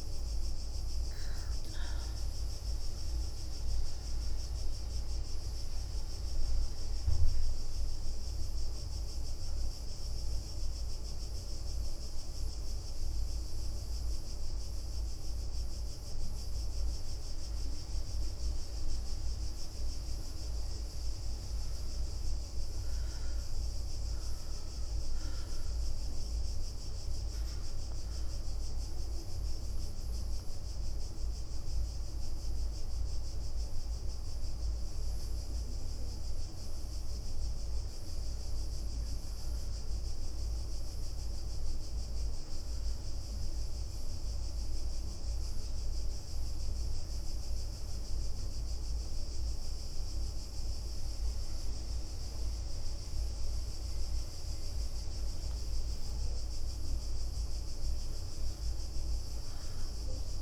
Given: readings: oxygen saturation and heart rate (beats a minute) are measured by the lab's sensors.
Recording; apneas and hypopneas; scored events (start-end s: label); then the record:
breathing in sleep, hard to hear, by a room microphone; 2
0.00-4.00 s: leg movement (device-marked)
0.00-13.50 s: oxygen desaturation (device-marked, oxygen 95% lowest, heart rate 61 extreme)
5.50-60.42 s: new sleep stage, N2 (light sleep)
8.00-19.00 s: central apnea (oxygen 100% before, 93% lowest, heart rate 68 before, 62 extreme, up 8 after)
20.00-23.50 s: arousal
25.50-34.50 s: oxygen desaturation (device-marked, oxygen 99% before, 95% lowest, heart rate 64 before, 64 extreme)
43.00-54.50 s: hypopnea (oxygen 99% before, 93% lowest, heart rate 67 before, 64 extreme, up 6 after)
56.00-60.00 s: arousal
From the record:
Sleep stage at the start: N1 (lightest sleep); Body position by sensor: on the back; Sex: female